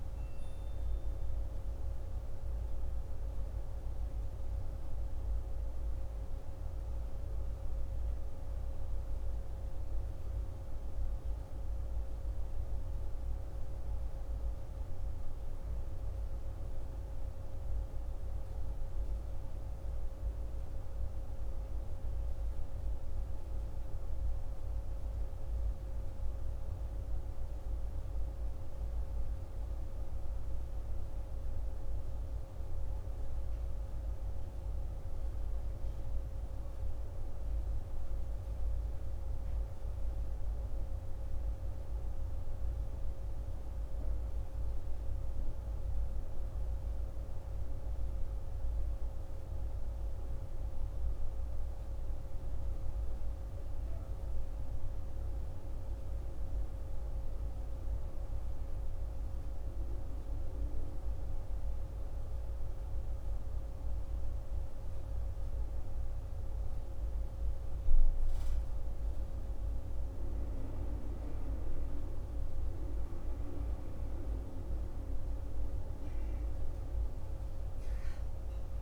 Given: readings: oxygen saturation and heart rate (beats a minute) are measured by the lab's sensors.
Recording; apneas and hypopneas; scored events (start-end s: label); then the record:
breathing in sleep, hard to hear, by a room microphone; none
none scored
From the record:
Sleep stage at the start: N1 (lightest sleep); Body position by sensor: on the back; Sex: male